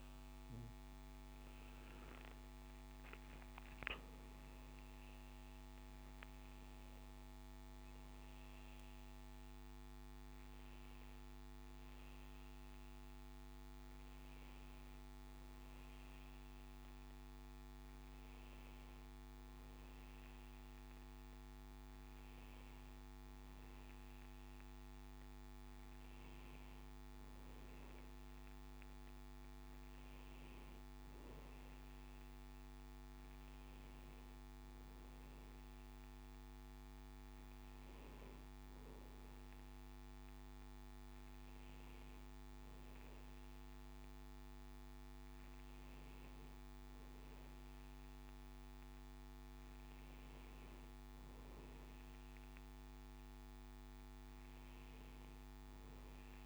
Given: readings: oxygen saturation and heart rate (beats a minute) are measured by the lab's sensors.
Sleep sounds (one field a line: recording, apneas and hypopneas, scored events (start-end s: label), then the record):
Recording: breathing in sleep, hard to hear, by a microphone on the trachea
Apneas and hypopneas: none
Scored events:
0.00-1.00 s: arousal
11.50-56.46 s: new sleep stage, N1 (lightest sleep)
From the record:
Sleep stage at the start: N2 (light sleep)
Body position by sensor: on the back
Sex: male